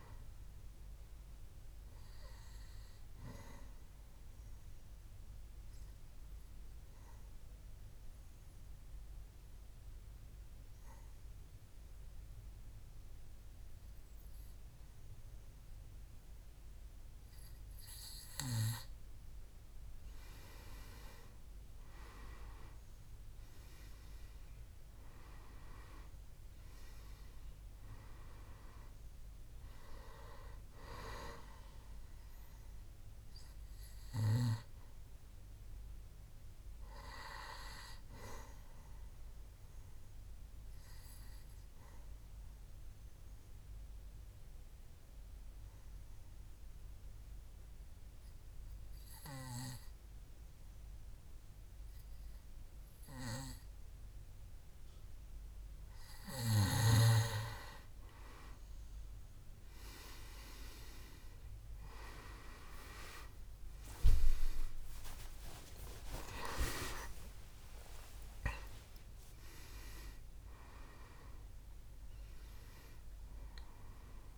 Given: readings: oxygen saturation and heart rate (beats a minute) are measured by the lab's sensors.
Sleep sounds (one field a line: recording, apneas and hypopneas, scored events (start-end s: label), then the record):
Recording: breathing in sleep by a room microphone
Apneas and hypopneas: 2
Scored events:
0.00-11.00 s: oxygen desaturation (device-marked, oxygen 92% lowest, heart rate 66 extreme)
4.50-19.50 s: obstructive apnea (oxygen 97% before, 89% lowest, heart rate 71 before, 66 extreme, up 5 after)
21.50-25.50 s: arousal
25.00-46.00 s: oxygen desaturation (device-marked, oxygen 98% before, 92% lowest, heart rate 68 before, 66 extreme)
38.00-57.00 s: obstructive apnea (oxygen 98% before, 89% lowest, heart rate 69 before, 66 extreme, up 6 after)
61.00-74.37 s: oxygen desaturation (device-marked, oxygen 98% before, 89% lowest, heart rate 66 before, 61 extreme)
63.50-68.00 s: arousal
66.00-72.00 s: tachycardia (device-marked, heart rate 68 before, 128 extreme)
67.50-69.50 s: long interval between heartbeats (device-marked, heart rate 68 before, 94 extreme)
70.50-72.50 s: long interval between heartbeats (device-marked, heart rate 74 before, 126 extreme)
From the record:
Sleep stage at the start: N2 (light sleep)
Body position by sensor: on the back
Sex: male